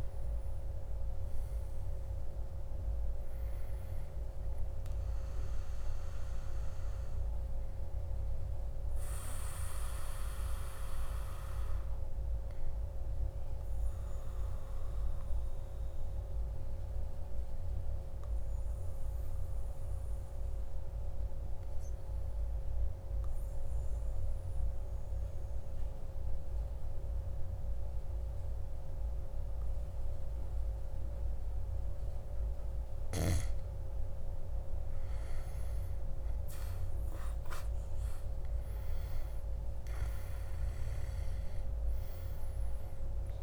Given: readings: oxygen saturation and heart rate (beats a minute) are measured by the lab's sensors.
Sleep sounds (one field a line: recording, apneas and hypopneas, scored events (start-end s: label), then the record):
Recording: breathing in sleep, hard to hear, by a room microphone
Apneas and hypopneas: 1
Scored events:
11.50-34.00 s: obstructive apnea (oxygen 98% before, 95% lowest, heart rate 60 before, 56 extreme, up 5 after)
36.50-40.00 s: arousal
39.50-43.43 s: oxygen desaturation (device-marked, oxygen 99% before, 95% lowest, heart rate 57 before, 54 extreme)
From the record:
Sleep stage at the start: N2 (light sleep)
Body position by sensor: on the back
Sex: male